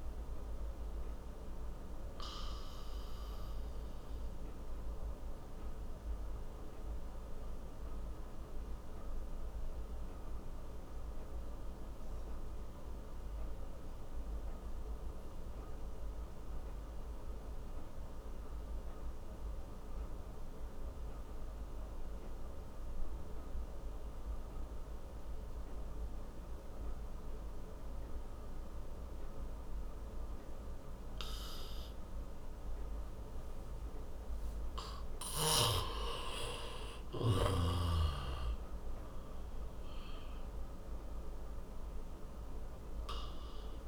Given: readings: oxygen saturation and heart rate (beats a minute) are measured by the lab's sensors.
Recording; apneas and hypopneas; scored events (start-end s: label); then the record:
breathing in sleep by a room microphone; 1
0.00-16.00 s: oxygen desaturation (device-marked, oxygen 89% lowest)
0.50-33.00 s: obstructive apnea (oxygen 98% before, 89% lowest)
23.00-43.88 s: oxygen desaturation (device-marked, oxygen 99% before, 89% lowest)
35.00-39.00 s: arousal
From the record:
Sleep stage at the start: N2 (light sleep); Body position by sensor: on the back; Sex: male